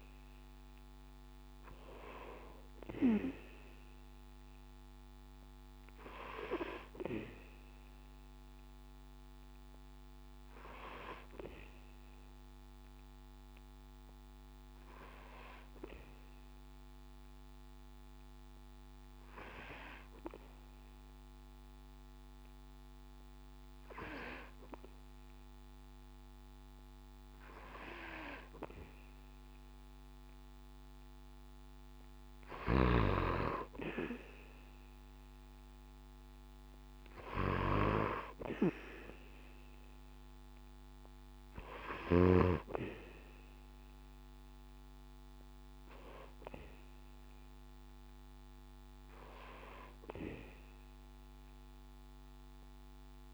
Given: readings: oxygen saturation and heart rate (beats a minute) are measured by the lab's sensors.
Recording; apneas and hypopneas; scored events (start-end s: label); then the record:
breathing in sleep by a microphone on the trachea; 1
0.00-4.50 s: arousal
11.50-29.50 s: hypopnea (oxygen 96% before, 94% lowest, heart rate 70 before, 66 extreme, up 6 after)
33.00-36.50 s: arousal
From the record:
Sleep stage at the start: N2 (light sleep); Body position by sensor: on the back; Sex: male